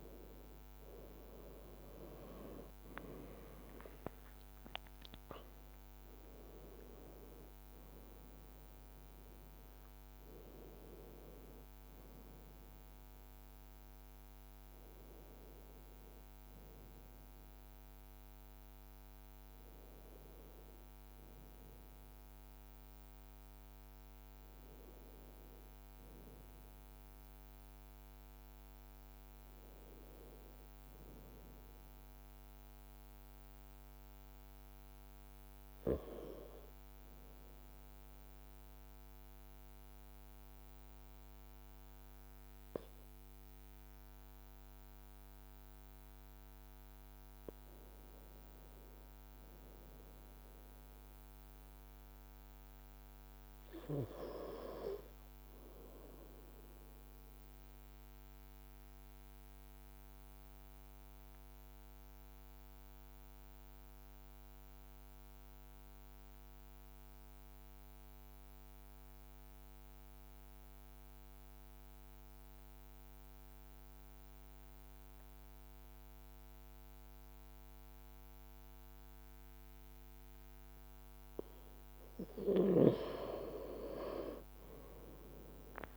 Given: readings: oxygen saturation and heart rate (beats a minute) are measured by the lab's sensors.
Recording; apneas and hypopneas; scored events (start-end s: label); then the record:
breathing in sleep by a microphone on the trachea; 2
0.00-2.00 s: arousal
1.00-31.00 s: new sleep stage, N1 (lightest sleep)
27.00-33.00 s: oxygen desaturation (device-marked, oxygen 97% before, 94% lowest, heart rate 58 before, 53 extreme)
29.50-43.00 s: hypopnea (oxygen 97% before, 94% lowest, heart rate 57 before, 53 extreme, up 0 after)
31.00-85.97 s: new sleep stage, N2 (light sleep)
47.50-51.50 s: arousal
57.00-81.50 s: obstructive apnea (oxygen 98% before, 94% lowest, heart rate 54 before, 52 extreme, up 38 after)
From the record:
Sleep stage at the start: N2 (light sleep); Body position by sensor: on the right side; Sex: male